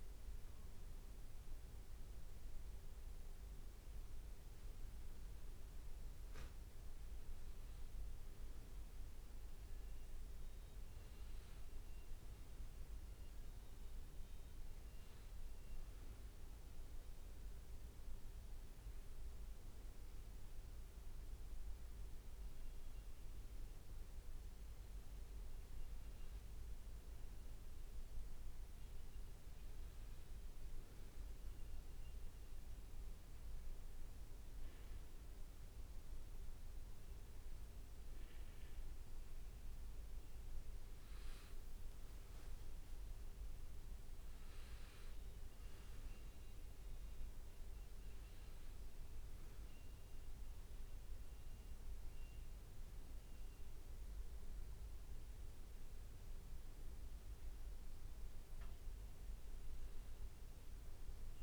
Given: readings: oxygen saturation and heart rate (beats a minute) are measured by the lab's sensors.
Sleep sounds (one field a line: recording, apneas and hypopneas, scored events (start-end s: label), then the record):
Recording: breathing in sleep, hard to hear, by a room microphone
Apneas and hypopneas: none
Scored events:
40.50-43.00 s: leg movement (device-marked)
43.50-45.00 s: leg movement (device-marked)
From the record:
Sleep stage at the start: N2 (light sleep)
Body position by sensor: on the back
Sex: male